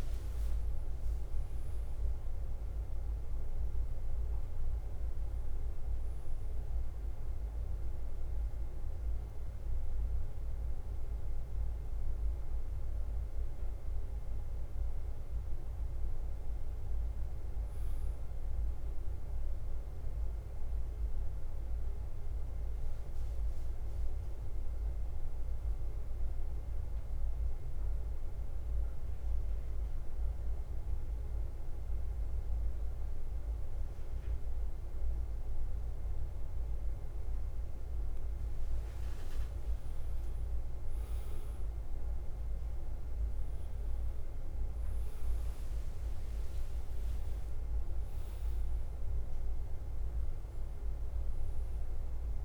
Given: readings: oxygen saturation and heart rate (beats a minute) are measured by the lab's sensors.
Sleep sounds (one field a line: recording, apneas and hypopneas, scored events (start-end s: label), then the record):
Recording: breathing in sleep, hard to hear, by a room microphone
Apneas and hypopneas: 1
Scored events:
2.00-52.45 s: bradycardia (device-marked, heart rate 53 before, 49 extreme)
20.50-24.50 s: arousal
27.50-39.00 s: central apnea (oxygen 99% before, 96% lowest, heart rate 54 before, 49 extreme, up 4 after)
43.00-48.50 s: arousal
From the record:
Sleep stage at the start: N1 (lightest sleep)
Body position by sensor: on the back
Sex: male